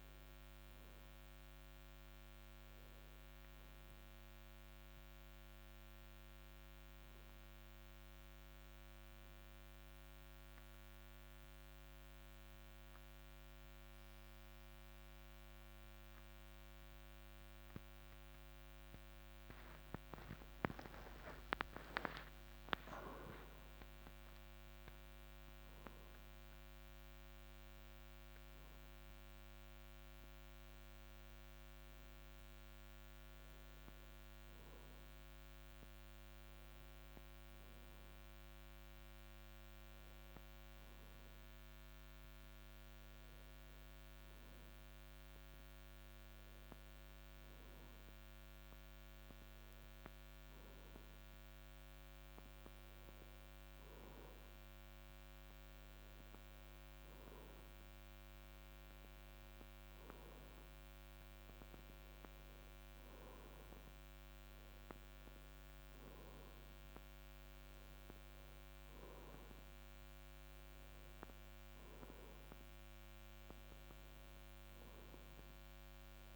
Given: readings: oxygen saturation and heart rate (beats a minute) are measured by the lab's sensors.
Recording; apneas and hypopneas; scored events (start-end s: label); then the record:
breathing in sleep, hard to hear, by a microphone on the trachea; 1
0.00-19.50 s: oxygen desaturation (device-marked, oxygen 89% lowest, heart rate 54 extreme)
5.00-18.00 s: obstructive apnea (oxygen 93% before, 89% lowest, heart rate 68 before, 54 extreme, up 9 after)
19.50-23.50 s: arousal
62.50-76.36 s: new sleep stage, N2 (light sleep)
65.50-76.36 s: oxygen desaturation (device-marked, oxygen 97% before, 91% lowest, heart rate 56 before, 53 extreme)
From the record:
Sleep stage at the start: N1 (lightest sleep); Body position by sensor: on the right side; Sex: male